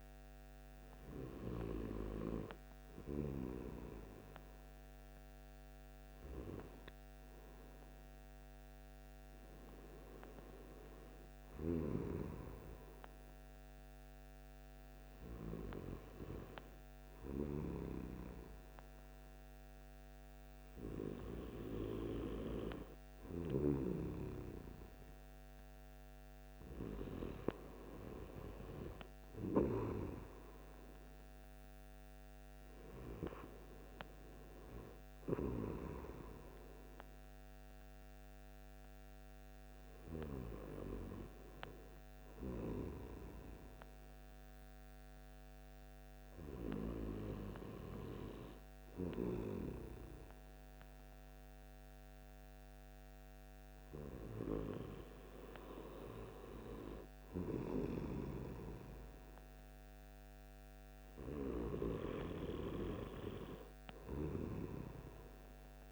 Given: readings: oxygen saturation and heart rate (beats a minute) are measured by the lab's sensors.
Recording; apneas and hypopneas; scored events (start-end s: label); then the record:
breathing in sleep by a microphone on the trachea; none
none scored
From the record:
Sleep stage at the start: N2 (light sleep); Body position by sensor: on the right side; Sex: male